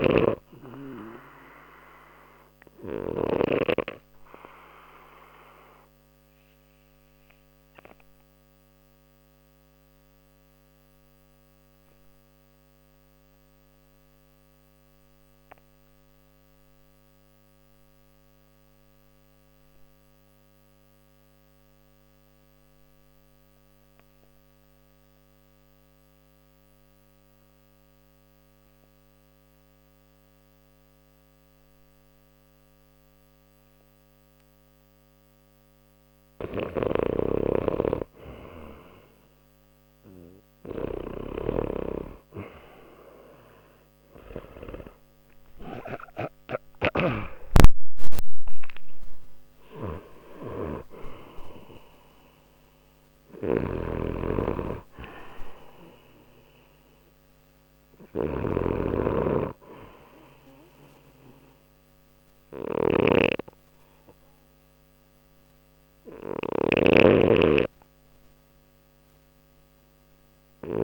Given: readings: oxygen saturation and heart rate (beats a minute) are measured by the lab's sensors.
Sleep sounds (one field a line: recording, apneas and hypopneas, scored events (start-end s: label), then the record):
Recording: breathing in sleep by a microphone on the trachea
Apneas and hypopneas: 1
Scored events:
0.00-3.00 s: snoring (device-marked)
0.00-18.50 s: oxygen desaturation (device-marked, oxygen 91% lowest, heart rate 59 extreme)
1.00-35.50 s: obstructive apnea (oxygen 96% before, 86% lowest, heart rate 60 before, 59 extreme, up 1 after)
35.50-70.84 s: oxygen desaturation (device-marked, oxygen 96% before, 86% lowest, heart rate 60 before, 59 extreme)
38.50-42.50 s: arousal
53.00-70.84 s: snoring (device-marked)
From the record:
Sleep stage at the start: N2 (light sleep)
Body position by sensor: on the left side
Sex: male